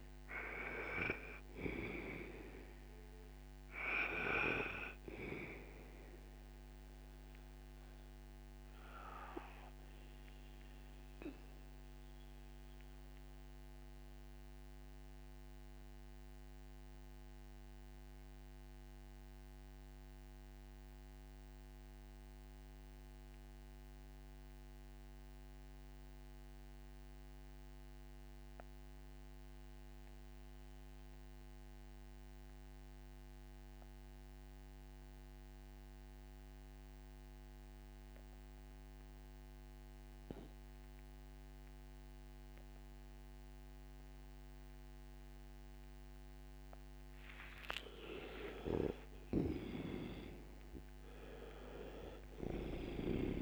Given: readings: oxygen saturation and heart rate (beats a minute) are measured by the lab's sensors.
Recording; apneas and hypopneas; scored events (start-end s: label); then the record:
breathing in sleep by a microphone on the trachea; 1
0.00-27.00 s: oxygen desaturation (device-marked, oxygen 80% lowest, heart rate 60 extreme)
7.50-48.00 s: mixed apnea (oxygen 98% before, 79% lowest, heart rate 68 before, 60 extreme, up 15 after)
42.00-53.42 s: oxygen desaturation (device-marked, oxygen 98% before, 79% lowest, heart rate 65 before, 59 extreme)
49.00-53.00 s: arousal
From the record:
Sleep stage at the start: N2 (light sleep); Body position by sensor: on the right side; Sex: male